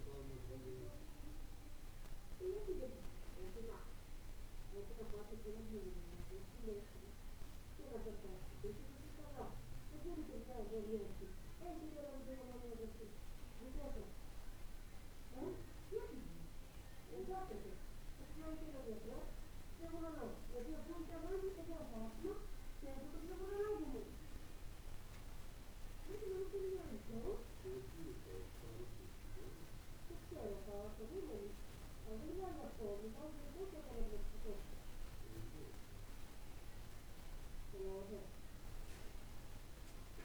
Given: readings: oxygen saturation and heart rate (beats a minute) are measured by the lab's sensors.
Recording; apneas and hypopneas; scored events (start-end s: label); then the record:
breathing in sleep by a room microphone; none
none scored
From the record:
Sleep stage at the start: N2 (light sleep); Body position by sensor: on the back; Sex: male